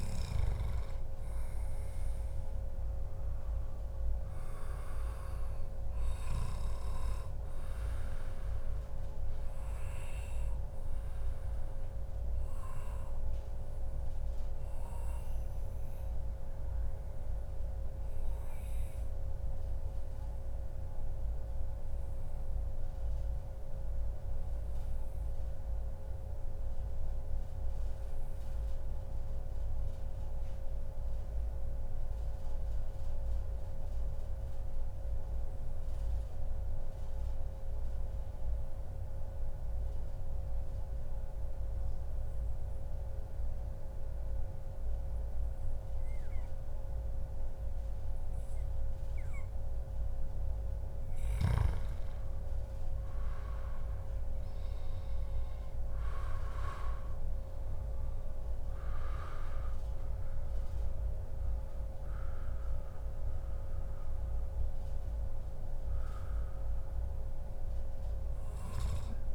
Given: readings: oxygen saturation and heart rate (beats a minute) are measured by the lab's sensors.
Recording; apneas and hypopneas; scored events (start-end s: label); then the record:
breathing in sleep, hard to hear, by a room microphone; 1
0.00-1.00 s: arousal
9.50-50.00 s: obstructive apnea (oxygen 97% before, 93% lowest, heart rate 130 before, 78 extreme, up 3 after)
18.00-20.00 s: long interval between heartbeats (device-marked, heart rate 142 before, 123 extreme)
52.50-56.00 s: arousal
61.50-68.50 s: oxygen desaturation (device-marked, oxygen 97% before, 93% lowest, heart rate 138 before, 97 extreme)
From the record:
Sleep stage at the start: N2 (light sleep); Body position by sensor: on the back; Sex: male